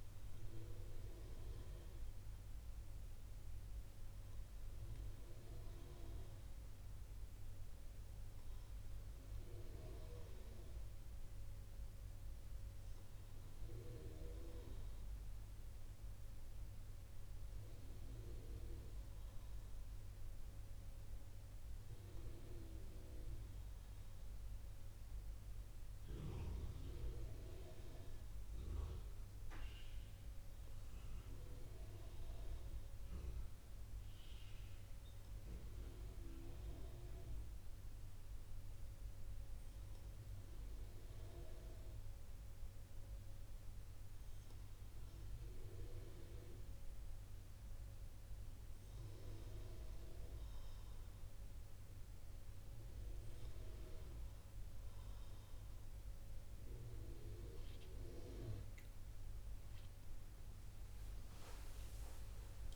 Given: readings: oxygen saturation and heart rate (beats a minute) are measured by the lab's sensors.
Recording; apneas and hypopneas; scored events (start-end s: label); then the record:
breathing in sleep by a room microphone; none
none scored
From the record:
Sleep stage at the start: N2 (light sleep); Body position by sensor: on the right side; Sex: female